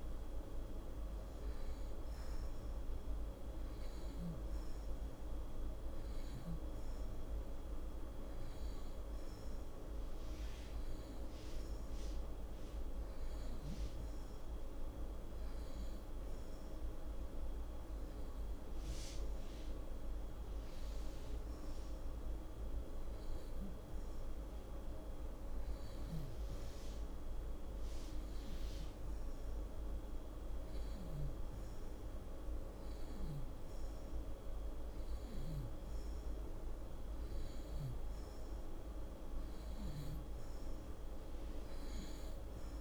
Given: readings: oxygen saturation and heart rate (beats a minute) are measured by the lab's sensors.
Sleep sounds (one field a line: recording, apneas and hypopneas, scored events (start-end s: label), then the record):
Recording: breathing in sleep, hard to hear, by a room microphone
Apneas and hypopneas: none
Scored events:
none scored
From the record:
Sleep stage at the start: N2 (light sleep)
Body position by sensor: on the back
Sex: female